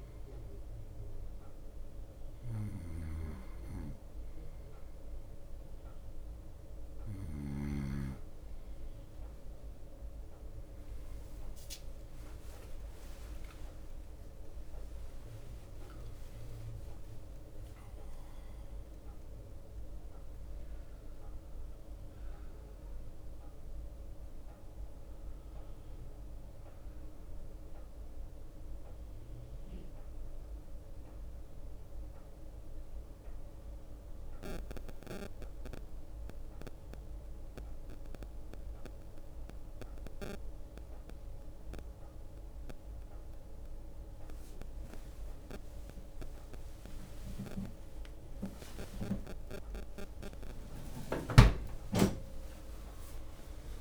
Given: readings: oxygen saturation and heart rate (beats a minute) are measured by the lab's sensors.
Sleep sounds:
breathing in sleep by a room microphone; none
1.50-8.50 s: bradycardia (device-marked, heart rate 63 before, 58 extreme)
3.00-8.00 s: snoring (device-marked)
11.50-17.00 s: arousal
13.50-15.50 s: long interval between heartbeats (device-marked, heart rate 59 before, 70 extreme)
14.50-17.50 s: tachycardia (device-marked, heart rate 63 before, 100 extreme)
14.50-26.50 s: drop in pulse transit time (device-marked, heart rate 60 before, 66 extreme)
16.50-18.50 s: long interval between heartbeats (device-marked, heart rate 63 before, 100 extreme)
16.50-53.81 s: new sleep stage, N1 (lightest sleep)
43.50-53.81 s: tachycardia (device-marked, heart rate 62 before, 168 extreme)
47.50-49.50 s: long interval between heartbeats (device-marked, heart rate 65 before, 126 extreme)
48.00-53.81 s: arousal
49.50-51.50 s: long interval between heartbeats (device-marked, heart rate 72 before, 145 extreme)
51.50-53.50 s: long interval between heartbeats (device-marked, heart rate 82 before, 140 extreme)
51.50-53.81 s: drop in pulse transit time (device-marked, heart rate 82 before, 47 extreme)
From the record:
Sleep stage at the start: N2 (light sleep); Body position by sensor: on the right side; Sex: male

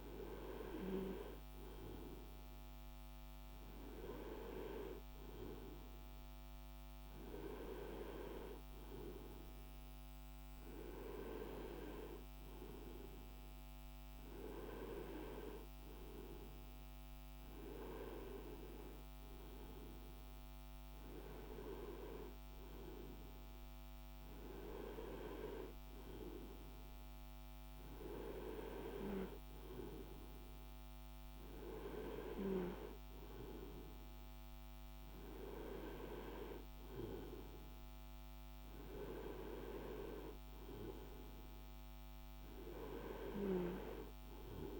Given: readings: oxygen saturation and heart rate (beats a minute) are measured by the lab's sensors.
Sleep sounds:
breathing in sleep by a microphone on the trachea; none
none scored
From the record:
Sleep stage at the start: N2 (light sleep); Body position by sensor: on the right side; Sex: male

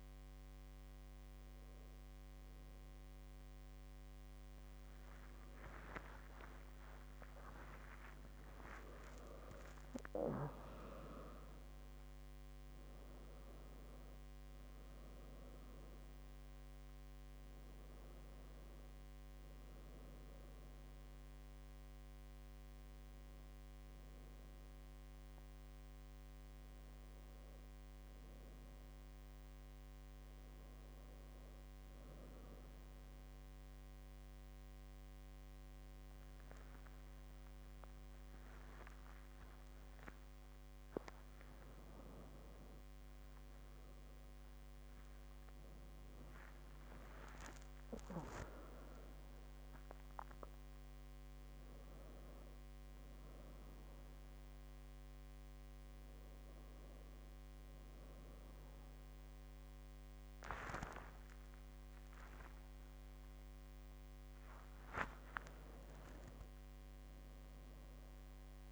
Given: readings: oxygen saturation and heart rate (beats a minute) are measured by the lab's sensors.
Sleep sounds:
a person awake in a sleep study, by a microphone on the trachea; none
35.00-47.00 s: tachycardia (device-marked, heart rate 72 before, 154 extreme)
From the record:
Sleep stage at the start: awake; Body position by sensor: on the back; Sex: female

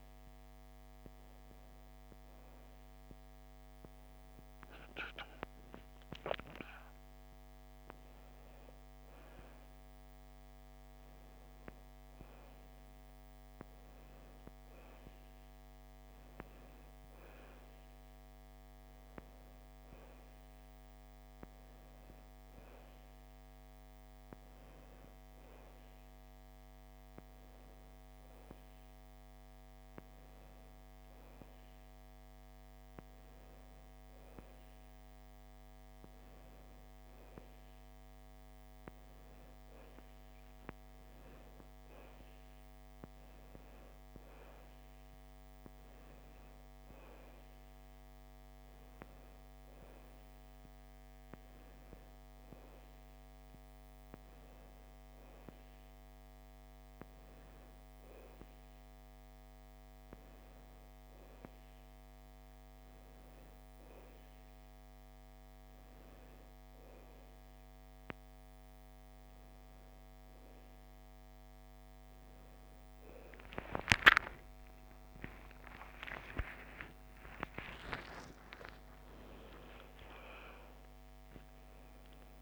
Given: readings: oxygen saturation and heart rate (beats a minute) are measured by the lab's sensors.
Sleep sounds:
breathing in sleep by a microphone on the trachea; none
5.50-9.00 s: arousal
13.50-31.50 s: oxygen desaturation (device-marked, oxygen 98% before, 93% lowest, heart rate 64 before, 60 extreme)
73.50-80.00 s: arousal
From the record:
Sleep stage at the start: N1 (lightest sleep); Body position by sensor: on the back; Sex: female

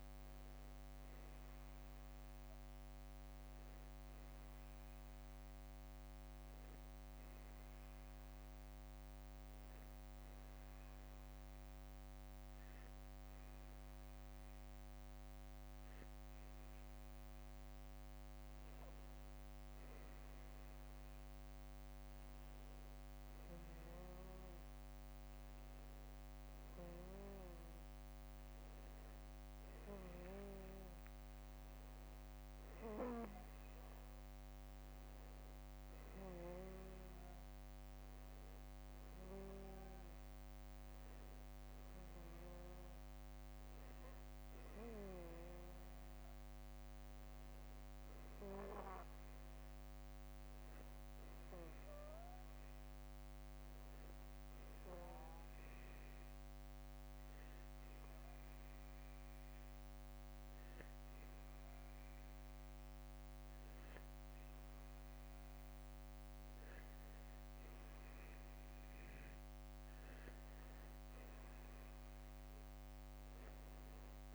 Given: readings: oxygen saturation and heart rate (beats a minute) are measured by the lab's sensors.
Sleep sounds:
breathing in sleep, hard to hear, by a microphone on the trachea; 1
8.50-10.50 s: long interval between heartbeats (device-marked, heart rate 53 before, 43 extreme)
15.00-17.00 s: long interval between heartbeats (device-marked, heart rate 51 before, 61 extreme)
19.50-21.50 s: long interval between heartbeats (device-marked, heart rate 55 before, 59 extreme)
24.00-26.00 s: long interval between heartbeats (device-marked, heart rate 55 before, 58 extreme)
27.50-29.50 s: long interval between heartbeats (device-marked, heart rate 55 before, 58 extreme)
30.00-35.00 s: arousal
35.50-37.50 s: long interval between heartbeats (device-marked, heart rate 54 before, 53 extreme)
45.50-74.35 s: new sleep stage, N2 (light sleep)
55.50-67.00 s: hypopnea (oxygen 95% before, 90% lowest, heart rate 56 before, 50 extreme, up 5 after)
69.00-71.00 s: long interval between heartbeats (device-marked, heart rate 58 before, 60 extreme)
70.50-74.00 s: arousal
From the record:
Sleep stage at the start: N1 (lightest sleep); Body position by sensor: on the back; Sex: male

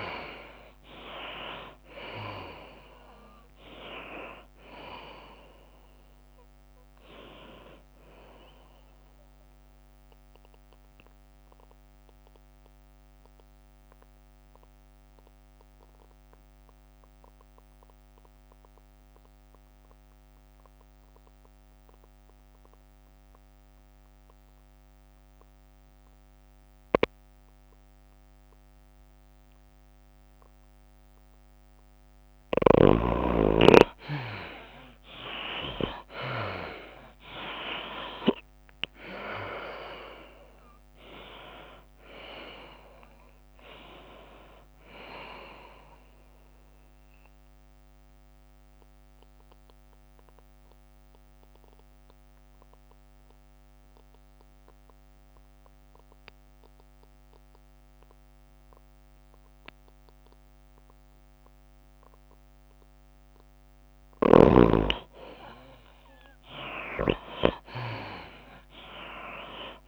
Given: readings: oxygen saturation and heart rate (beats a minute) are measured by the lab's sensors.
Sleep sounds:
breathing in sleep by a microphone on the trachea; 2
0.00-21.00 s: oxygen desaturation (device-marked, oxygen 76% lowest, heart rate 85 extreme)
1.00-18.00 s: drop in pulse transit time (device-marked, heart rate 91 before, 95 extreme)
3.00-6.00 s: tachycardia (device-marked, heart rate 93 before, 101 extreme)
11.00-32.50 s: obstructive apnea (oxygen 96% before, 74% lowest, heart rate 95 before, 85 extreme, up 21 after)
34.50-36.50 s: long interval between heartbeats (device-marked, heart rate 90 before, 98 extreme)
34.50-39.00 s: arousal
35.00-38.00 s: tachycardia (device-marked, heart rate 93 before, 100 extreme)
35.00-65.00 s: oxygen desaturation (device-marked, oxygen 96% before, 74% lowest, heart rate 90 before, 90 extreme)
39.00-54.00 s: drop in pulse transit time (device-marked, heart rate 91 before, 96 extreme)
41.00-45.00 s: tachycardia (device-marked, heart rate 93 before, 101 extreme)
47.50-64.00 s: obstructive apnea (oxygen 96% before, 74% lowest, heart rate 95 before, 90 extreme, up 9 after)
66.00-69.88 s: arousal
67.00-69.88 s: oxygen desaturation (device-marked, oxygen 97% before, 81% lowest, heart rate 94 before, 88 extreme)
From the record:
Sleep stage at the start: N2 (light sleep); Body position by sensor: on the back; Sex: female

